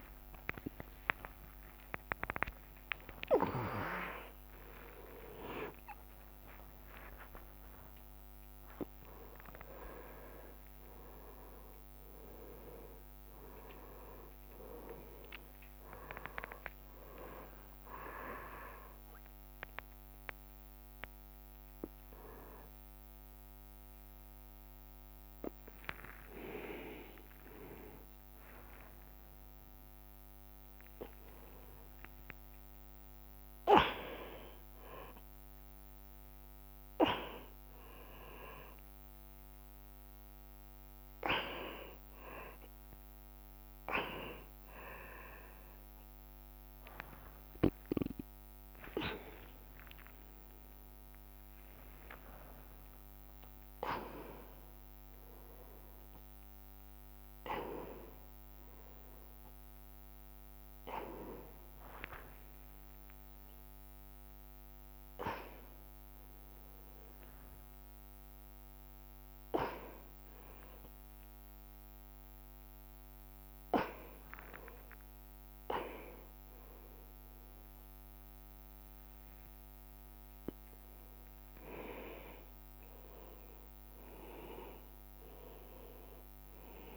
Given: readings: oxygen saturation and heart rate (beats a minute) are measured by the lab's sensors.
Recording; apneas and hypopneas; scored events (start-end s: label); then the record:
a person awake in a sleep study, by a microphone on the trachea; none
0.00-2.00 s: long interval between heartbeats (device-marked, heart rate 80 before, 146 extreme)
0.00-3.00 s: tachycardia (device-marked, heart rate 146 extreme)
0.00-5.00 s: drop in pulse transit time (device-marked, heart rate 68 extreme)
3.00-28.00 s: bradycardia (device-marked)
9.00-11.00 s: long interval between heartbeats (device-marked, heart rate 96 before, 26 extreme)
10.00 s: drop in pulse transit time (device-marked)
11.00-13.00 s: long interval between heartbeats (device-marked, heart rate 92 before, 34 extreme)
16.50-18.50 s: long interval between heartbeats (device-marked, heart rate 85 before, 37 extreme)
25.00-27.00 s: long interval between heartbeats (device-marked)
28.00-32.00 s: tachycardia (device-marked, heart rate 67 before, 104 extreme)
29.00-39.00 s: drop in pulse transit time (device-marked, heart rate 39 before, 45 extreme)
36.00-46.00 s: tachycardia (device-marked, heart rate 67 before, 120 extreme)
40.00-42.00 s: long interval between heartbeats (device-marked, heart rate 66 before, 110 extreme)
46.50-48.50 s: long interval between heartbeats (device-marked, heart rate 91 before, 117 extreme)
47.00-57.00 s: drop in pulse transit time (device-marked, heart rate 95 before, 34 extreme)
49.00-59.00 s: bradycardia (device-marked, heart rate 68 before, 27 extreme)
62.00-68.00 s: tachycardia (device-marked, heart rate 68 before, 102 extreme)
70.00-72.00 s: long interval between heartbeats (device-marked, heart rate 63 before, 94 extreme)
72.50-74.50 s: long interval between heartbeats (device-marked, heart rate 66 before, 94 extreme)
73.00-82.00 s: drop in pulse transit time (device-marked, heart rate 68 before, 94 extreme)
79.00-86.97 s: bradycardia (device-marked)
79.50-85.00 s: leg movement (device-marked)
84.50-86.50 s: long interval between heartbeats (device-marked, heart rate 87 before, 25 extreme)
From the record:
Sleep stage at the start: awake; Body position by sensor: upright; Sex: male